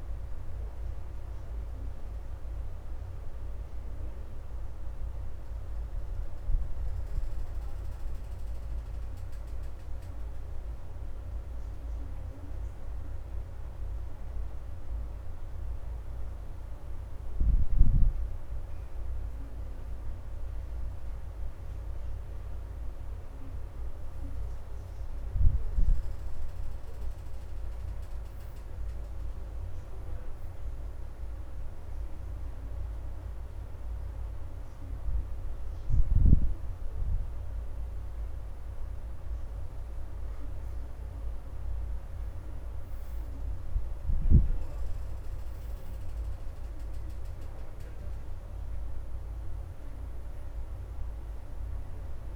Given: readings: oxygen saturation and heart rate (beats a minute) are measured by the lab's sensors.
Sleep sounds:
breathing in sleep, hard to hear, by a room microphone; 1
0.00-13.50 s: oxygen desaturation (device-marked, oxygen 73% lowest, heart rate 79 extreme)
25.50-29.50 s: arousal
28.50-52.35 s: new sleep stage, N2 (light sleep)
31.00-41.00 s: hypopnea (oxygen 85% before, 67% lowest, heart rate 81 before, 83 extreme, up 3 after)
32.50-47.50 s: oxygen desaturation (device-marked, oxygen 84% before, 75% lowest, heart rate 82 before, 83 extreme)
44.00-48.50 s: arousal
49.50-52.35 s: oxygen desaturation (device-marked, oxygen 83% before, 67% lowest, heart rate 85 before, 79 extreme)
From the record:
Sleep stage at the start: N1 (lightest sleep); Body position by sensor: on the back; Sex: female

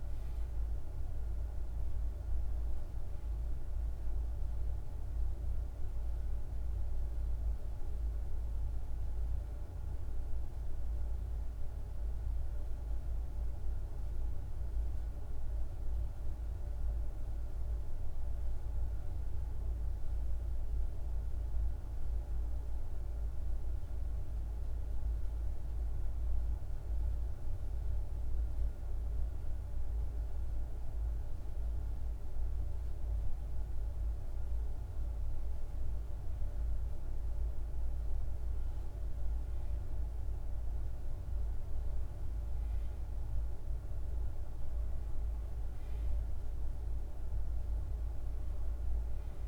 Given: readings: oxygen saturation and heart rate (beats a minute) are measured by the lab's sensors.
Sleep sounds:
breathing in sleep, hard to hear, by a room microphone; 1
4.50-32.00 s: obstructive apnea (oxygen 97% before, 92% lowest, heart rate 54 before, 52 extreme, up 1 after)
30.50-49.48 s: oxygen desaturation (device-marked, oxygen 97% before, 92% lowest, heart rate 53 before, 53 extreme)
33.50-37.00 s: arousal
48.50-49.48 s: new sleep stage, N2 (light sleep)
From the record:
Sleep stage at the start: N1 (lightest sleep); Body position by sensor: on the back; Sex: male

